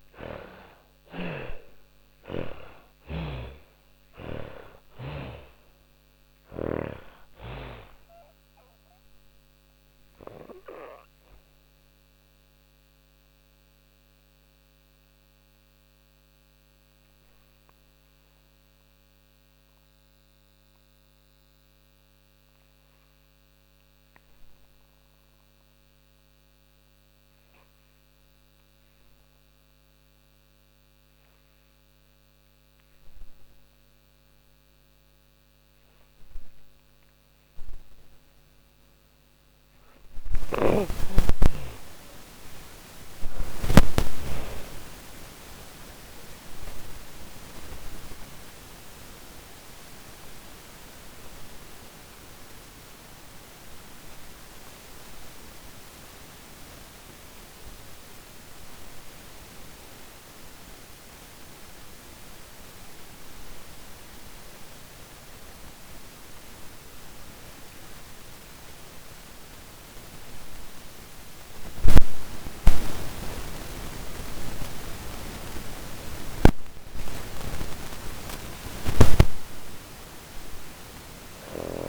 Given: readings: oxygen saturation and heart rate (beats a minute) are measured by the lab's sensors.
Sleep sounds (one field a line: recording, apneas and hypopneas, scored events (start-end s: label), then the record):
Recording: breathing in sleep by a microphone on the trachea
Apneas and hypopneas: 2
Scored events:
0.00-3.00 s: arousal
0.00-5.00 s: snoring (device-marked)
0.00-25.50 s: oxygen desaturation (device-marked, oxygen 62% lowest, heart rate 45 extreme)
9.50-37.50 s: mixed apnea (oxygen 88% before, 62% lowest, heart rate 74 before, 45 extreme, up 14 after)
34.50-62.50 s: oxygen desaturation (device-marked, oxygen 96% before, 76% lowest, heart rate 56 before, 47 extreme)
38.00-43.50 s: arousal
38.50-42.50 s: snoring (device-marked)
46.00-77.00 s: obstructive apnea (oxygen 96% before, 73% lowest, heart rate 66 before, 47 extreme, up 13 after)
71.50-81.89 s: oxygen desaturation (device-marked, oxygen 96% before, 73% lowest, heart rate 53 before, 50 extreme)
79.00-81.89 s: arousal
79.50-81.89 s: snoring (device-marked)
From the record:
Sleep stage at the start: N2 (light sleep)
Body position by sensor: on the back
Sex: female